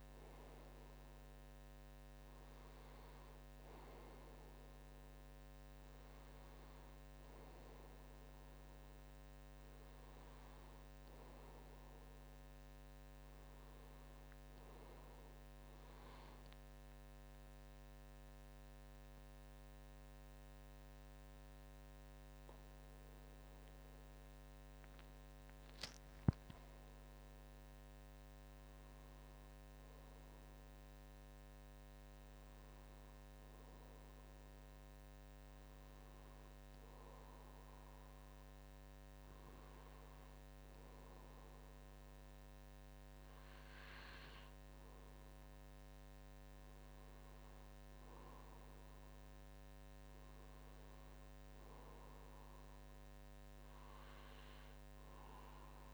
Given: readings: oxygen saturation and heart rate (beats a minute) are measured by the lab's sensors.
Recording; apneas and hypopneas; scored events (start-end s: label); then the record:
breathing in sleep, hard to hear, by a microphone on the trachea; 1
0.00-14.00 s: oxygen desaturation (device-marked, oxygen 95% lowest, heart rate 68 extreme)
15.00-25.00 s: hypopnea (oxygen 99% before, 95% lowest, heart rate 70 before, 69 extreme, up 7 after)
17.00-55.94 s: new sleep stage, N2 (light sleep)
27.50-32.50 s: arousal
From the record:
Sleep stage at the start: N1 (lightest sleep); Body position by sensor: on the back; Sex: male